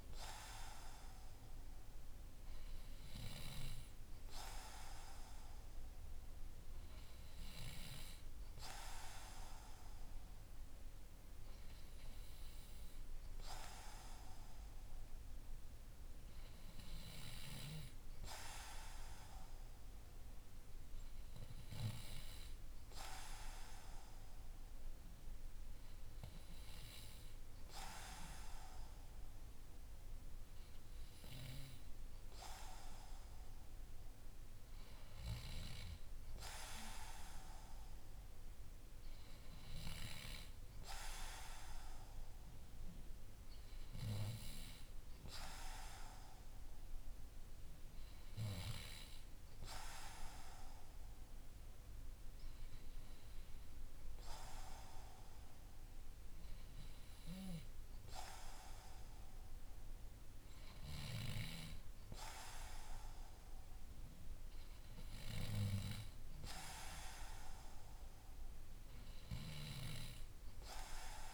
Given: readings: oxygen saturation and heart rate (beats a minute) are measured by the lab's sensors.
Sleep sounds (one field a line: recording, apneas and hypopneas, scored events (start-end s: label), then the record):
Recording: breathing in sleep by a room microphone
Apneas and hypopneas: none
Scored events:
none scored
From the record:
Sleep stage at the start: N2 (light sleep)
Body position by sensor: on the back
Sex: male